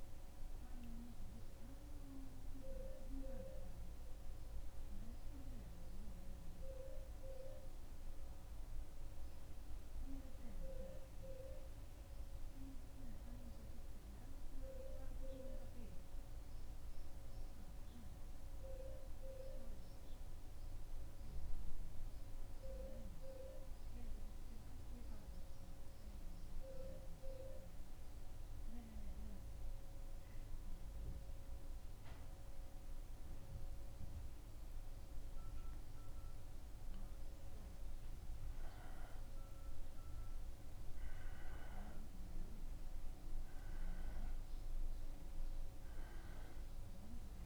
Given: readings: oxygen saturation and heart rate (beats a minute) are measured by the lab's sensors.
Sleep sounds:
breathing in sleep by a room microphone; 1
0.50-35.00 s: mixed apnea (oxygen 97% before, 95% lowest, heart rate 78 before, 73 extreme, up 5 after)
37.50-42.50 s: arousal
From the record:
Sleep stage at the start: N2 (light sleep); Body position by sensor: on the back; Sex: male

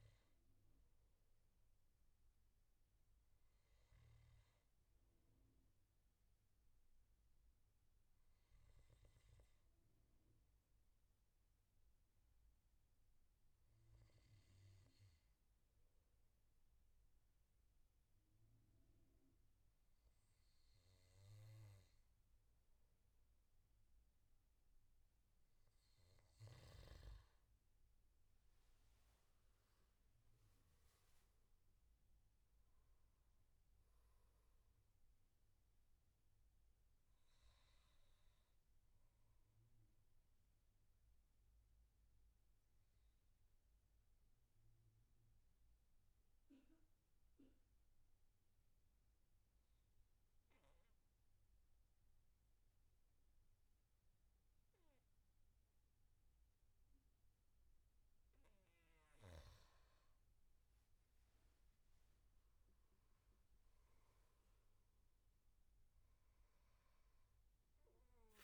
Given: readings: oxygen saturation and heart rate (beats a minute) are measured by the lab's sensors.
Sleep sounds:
breathing in sleep, hard to hear, by a room microphone; 2
0.00-9.50 s: oxygen desaturation (device-marked, oxygen 87% lowest, heart rate 64 extreme)
4.50-25.00 s: obstructive apnea (oxygen 96% before, 88% lowest, heart rate 81 before, 60 extreme, up 12 after)
28.00-32.50 s: arousal
37.50-58.00 s: obstructive apnea (oxygen 99% before, 93% lowest, heart rate 73 before, 63 extreme, up 19 after)
59.50-68.44 s: oxygen desaturation (device-marked, oxygen 98% before, 95% lowest, heart rate 66 before, 64 extreme)
60.00-64.50 s: arousal
From the record:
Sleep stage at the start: N2 (light sleep); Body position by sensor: on the back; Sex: male

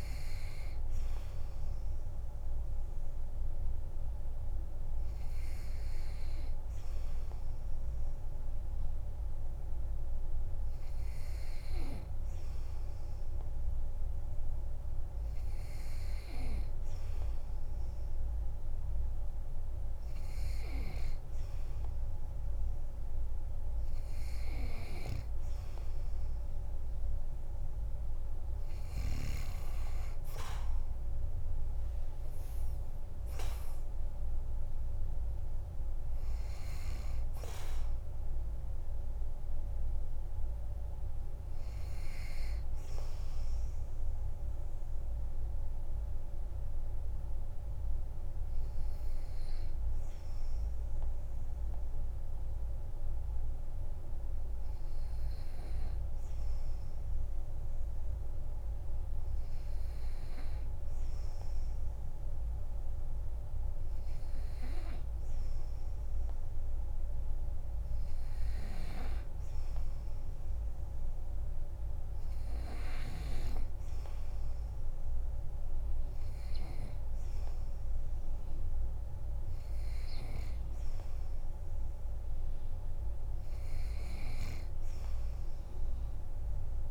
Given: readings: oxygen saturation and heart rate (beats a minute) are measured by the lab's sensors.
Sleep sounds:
breathing in sleep by a room microphone; none
none scored
From the record:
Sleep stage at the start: N2 (light sleep); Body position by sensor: on the back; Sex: male

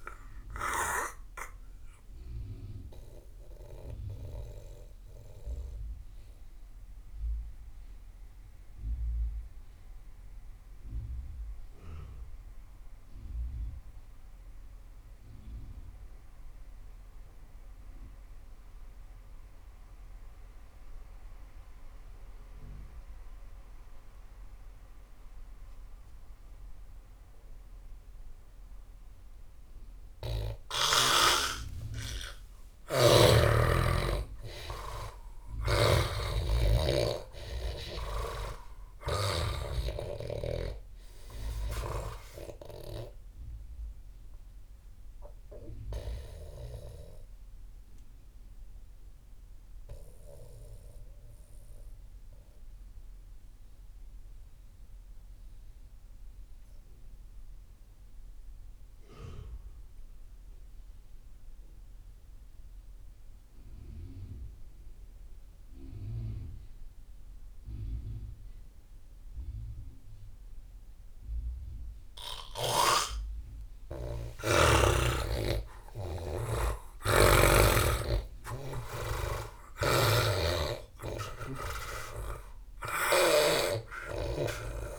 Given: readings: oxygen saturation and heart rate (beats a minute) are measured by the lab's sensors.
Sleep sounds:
breathing in sleep by a room microphone; 2
0.00-9.00 s: oxygen desaturation (device-marked, oxygen 82% lowest)
0.50-31.00 s: mixed apnea (oxygen 98% before, 76% lowest)
26.00-59.00 s: oxygen desaturation (device-marked, oxygen 97% before, 76% lowest)
31.50-36.00 s: arousal
36.00-39.50 s: snoring (device-marked)
48.00-72.50 s: mixed apnea (oxygen 97% before, 76% lowest)
73.00-84.99 s: oxygen desaturation (device-marked, oxygen 97% before, 79% lowest)
73.50-78.00 s: arousal
79.00-83.50 s: snoring (device-marked)
From the record:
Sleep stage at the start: N2 (light sleep); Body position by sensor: on the back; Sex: male

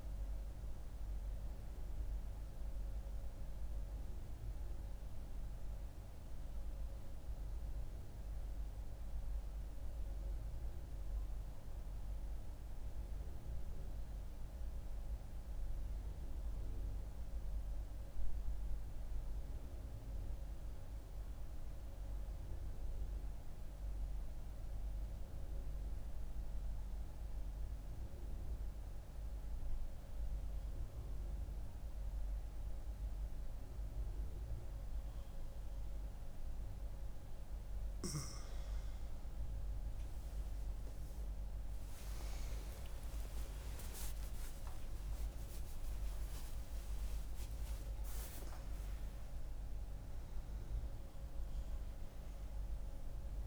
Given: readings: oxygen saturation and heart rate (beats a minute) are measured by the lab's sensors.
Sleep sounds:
breathing in sleep, hard to hear, by a room microphone; 1
0.00-8.50 s: oxygen desaturation (device-marked, oxygen 94% lowest, heart rate 62 extreme)
11.00-36.00 s: central apnea (oxygen 98% before, 94% lowest, heart rate 73 before, 62 extreme, up 10 after)
39.50-53.47 s: oxygen desaturation (device-marked, oxygen 98% before, 94% lowest, heart rate 66 before, 63 extreme)
41.00-46.50 s: arousal
From the record:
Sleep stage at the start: N2 (light sleep); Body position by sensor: on the right side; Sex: female

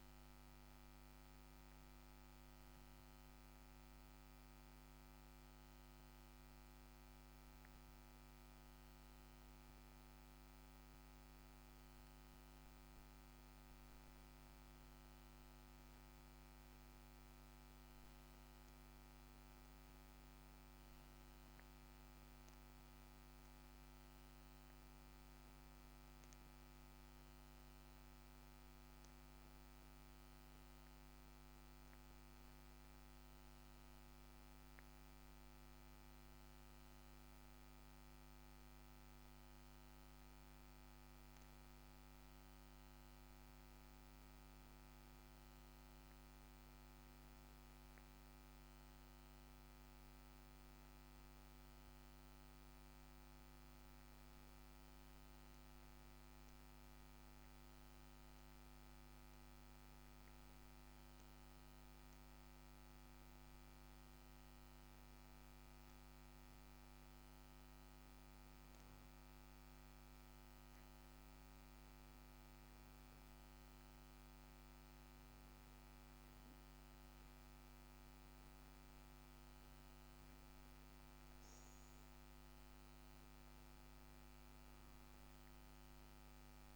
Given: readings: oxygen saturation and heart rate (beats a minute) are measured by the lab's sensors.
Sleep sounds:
breathing in sleep, hard to hear, by a microphone on the trachea; 1
1.50-12.50 s: oxygen desaturation (device-marked, oxygen 96% before, 91% lowest, heart rate 62 before, 59 extreme)
8.00-20.00 s: hypopnea (oxygen 96% before, 91% lowest, heart rate 62 before, 59 extreme, up 5 after)
22.50-26.50 s: arousal
26.50-40.50 s: oxygen desaturation (device-marked, oxygen 95% before, 91% lowest, heart rate 61 before, 63 extreme)
From the record:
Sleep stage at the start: N2 (light sleep); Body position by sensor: on the back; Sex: male

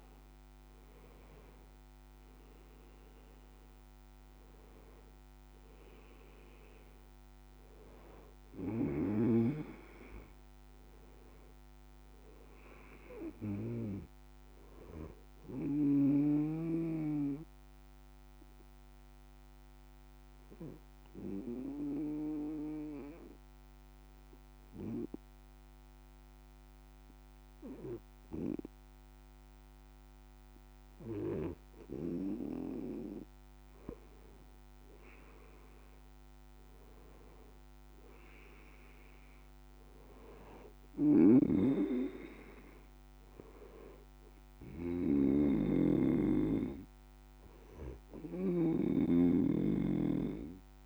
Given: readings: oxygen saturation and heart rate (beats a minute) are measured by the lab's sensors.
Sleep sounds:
breathing in sleep by a microphone on the trachea; 1
0.00-26.50 s: oxygen desaturation (device-marked, oxygen 91% lowest)
17.50-32.50 s: obstructive apnea (oxygen 95% before, 91% lowest)
34.50-38.50 s: arousal
39.50-50.86 s: oxygen desaturation (device-marked, oxygen 97% before, 93% lowest)
41.00-50.86 s: snoring (device-marked)
From the record:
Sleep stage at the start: N2 (light sleep); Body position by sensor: on the back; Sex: male

